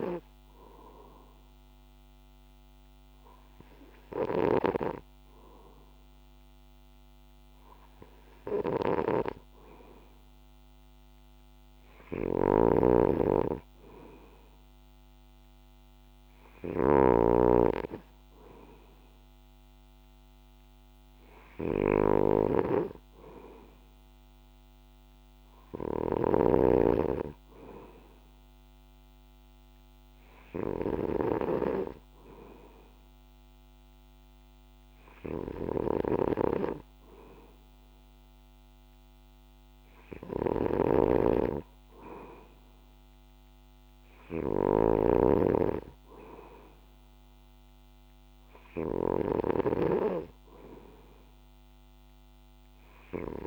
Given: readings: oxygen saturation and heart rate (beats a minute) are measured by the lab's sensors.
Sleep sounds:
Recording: breathing in sleep by a microphone on the trachea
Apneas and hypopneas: none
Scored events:
0.00-53.47 s: snoring (device-marked)
From the record:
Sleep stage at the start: N2 (light sleep)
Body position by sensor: on the back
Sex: male

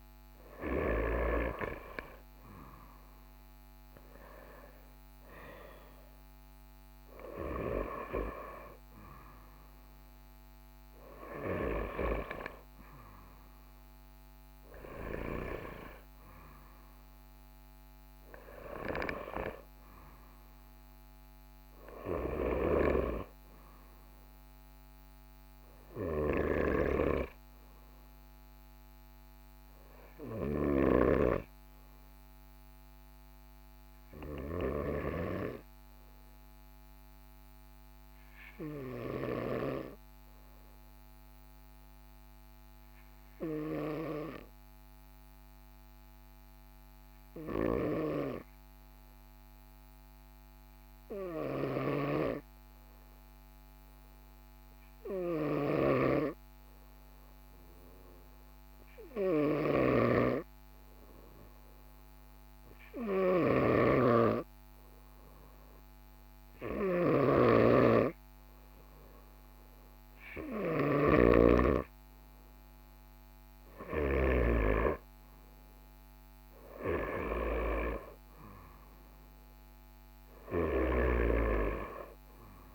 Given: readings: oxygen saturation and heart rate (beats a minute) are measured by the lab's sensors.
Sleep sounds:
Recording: breathing in sleep by a microphone on the trachea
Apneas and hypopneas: 1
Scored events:
0.00-34.50 s: oxygen desaturation (device-marked, oxygen 93% lowest, heart rate 42 extreme)
31.00-35.00 s: arousal
38.00-65.00 s: obstructive apnea (oxygen 99% before, 95% lowest, heart rate 44 before, 43 extreme, up 2 after)
63.00-74.50 s: snoring (device-marked)
64.50-69.50 s: oxygen desaturation (device-marked, oxygen 98% before, 97% lowest, heart rate 43 before, 43 extreme)
67.00-70.50 s: arousal
From the record:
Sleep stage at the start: N2 (light sleep)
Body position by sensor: on the right side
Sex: male

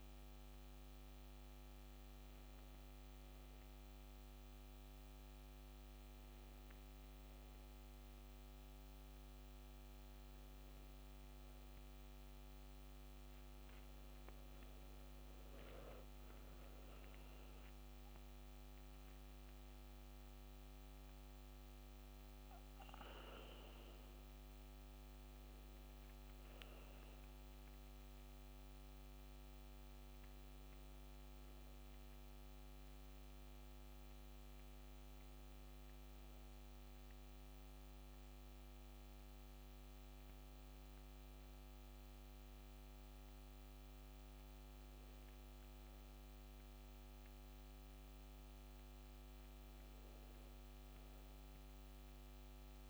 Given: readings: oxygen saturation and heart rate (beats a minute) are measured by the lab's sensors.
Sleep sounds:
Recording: breathing in sleep, hard to hear, by a microphone on the trachea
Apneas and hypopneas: 1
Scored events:
31.50-46.00 s: hypopnea (oxygen 93% before, 92% lowest, heart rate 63 before, 59 extreme, up 1 after)
48.00-52.00 s: arousal
From the record:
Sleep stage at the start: N2 (light sleep)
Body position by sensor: on the back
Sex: female

